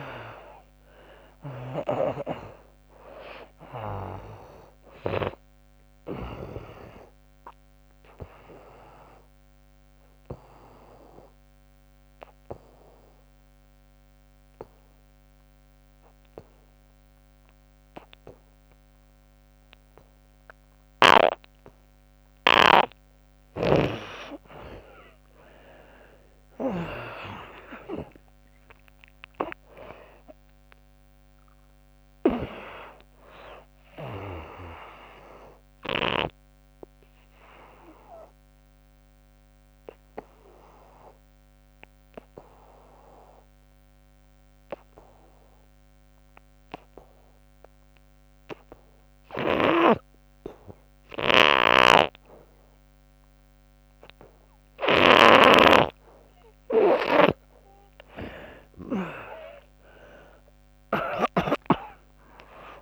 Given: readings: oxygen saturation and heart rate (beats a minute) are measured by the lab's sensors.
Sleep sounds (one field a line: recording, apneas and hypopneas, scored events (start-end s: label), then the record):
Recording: breathing in sleep by a microphone on the trachea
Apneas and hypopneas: 2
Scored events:
0.00-1.00 s: arousal
1.50-15.50 s: oxygen desaturation (device-marked, oxygen 95% before, 84% lowest, heart rate 79 before, 67 extreme)
1.50-62.82 s: new sleep stage, N2 (light sleep)
7.50-23.00 s: obstructive apnea (oxygen 95% before, 76% lowest, heart rate 80 before, 66 extreme, up 22 after)
21.50-53.50 s: oxygen desaturation (device-marked, oxygen 96% before, 76% lowest, heart rate 78 before, 66 extreme)
23.00-26.50 s: snoring (device-marked)
25.00-29.00 s: arousal
37.00-55.50 s: obstructive apnea (oxygen 96% before, 76% lowest, heart rate 77 before, 66 extreme, up 37 after)
54.50-61.00 s: snoring (device-marked)
57.50-61.50 s: arousal
58.50-62.82 s: oxygen desaturation (device-marked, oxygen 97% before, 78% lowest, heart rate 80 before, 66 extreme)
From the record:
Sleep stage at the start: N1 (lightest sleep)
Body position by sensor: on the back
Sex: female